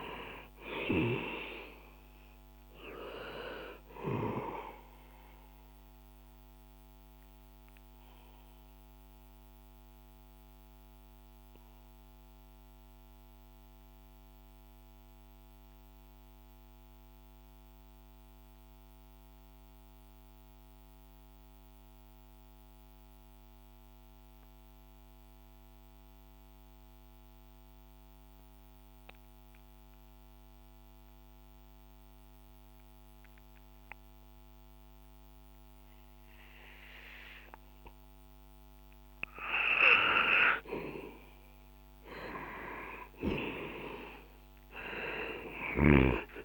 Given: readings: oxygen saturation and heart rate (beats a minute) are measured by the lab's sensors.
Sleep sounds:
breathing in sleep by a microphone on the trachea; 1
0.00-23.50 s: oxygen desaturation (device-marked, oxygen 90% lowest, heart rate 61 extreme)
6.50-39.50 s: mixed apnea (oxygen 97% before, 90% lowest, heart rate 69 before, 59 extreme, up 8 after)
42.00-46.45 s: arousal
From the record:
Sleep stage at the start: N2 (light sleep); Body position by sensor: on the back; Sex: male

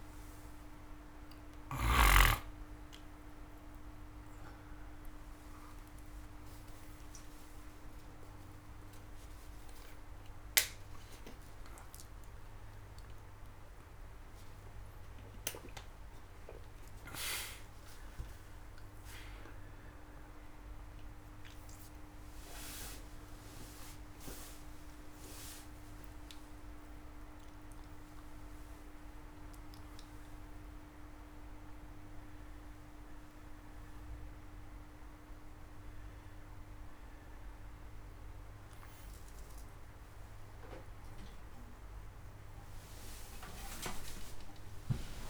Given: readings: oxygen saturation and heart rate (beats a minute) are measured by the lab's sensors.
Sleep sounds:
a person awake in a sleep study, by a room microphone; none
0.00-10.00 s: oxygen desaturation (device-marked, oxygen 99% before, 94% lowest)
From the record:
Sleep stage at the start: awake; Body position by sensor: on the back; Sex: male

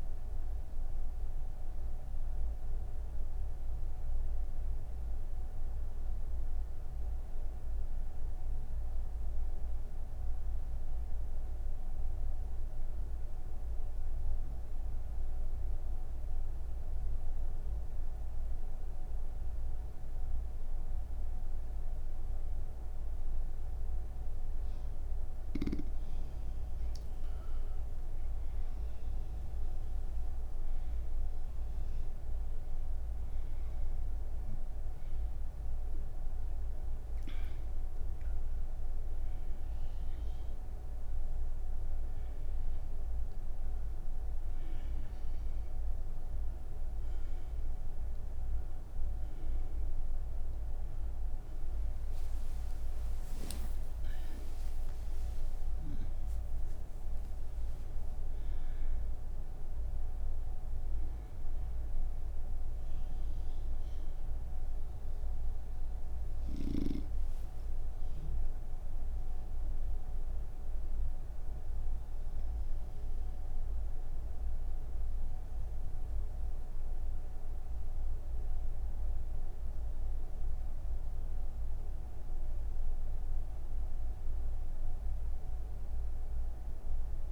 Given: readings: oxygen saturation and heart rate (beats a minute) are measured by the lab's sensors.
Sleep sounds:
breathing in sleep, hard to hear, by a room microphone; none
0.00-2.00 s: oxygen desaturation (device-marked, oxygen 87% lowest)
32.00-43.00 s: oxygen desaturation (device-marked, oxygen 98% before, 94% lowest)
45.00-82.00 s: oxygen desaturation (device-marked, oxygen 95% before, 89% lowest)
From the record:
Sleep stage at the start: N1 (lightest sleep); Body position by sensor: on the right side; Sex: female

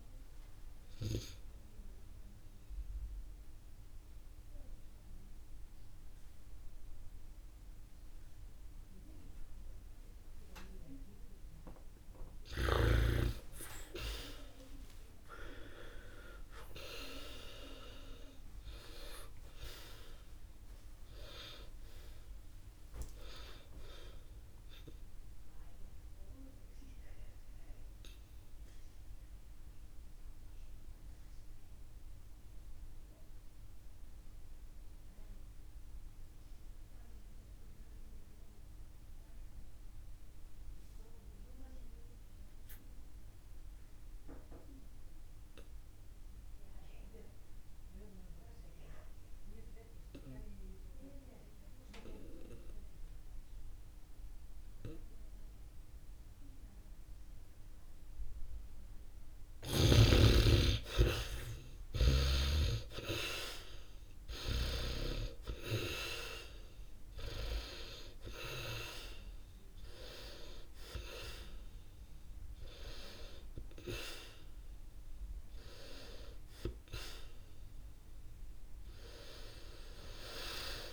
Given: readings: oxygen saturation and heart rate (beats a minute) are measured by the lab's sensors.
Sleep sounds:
breathing in sleep by a room microphone; 2
0.00-6.00 s: oxygen desaturation (device-marked, oxygen 68% lowest, heart rate 50 extreme)
2.50-12.50 s: obstructive apnea (oxygen 88% before, 73% lowest, heart rate 68 before, 68 extreme, up 7 after)
13.00-15.00 s: long interval between heartbeats (device-marked, heart rate 74 before, 78 extreme)
16.00-20.50 s: arousal
21.00-34.00 s: oxygen desaturation (device-marked, oxygen 99% before, 85% lowest, heart rate 75 before, 45 extreme)
26.00-58.50 s: obstructive apnea (oxygen 100% before, 69% lowest, heart rate 74 before, 44 extreme, up 11 after)
42.00-80.93 s: oxygen desaturation (device-marked, oxygen 99% before, 69% lowest, heart rate 68 before, 44 extreme)
71.00-80.93 s: new sleep stage, awake
From the record:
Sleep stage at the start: N2 (light sleep); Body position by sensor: on the back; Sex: male

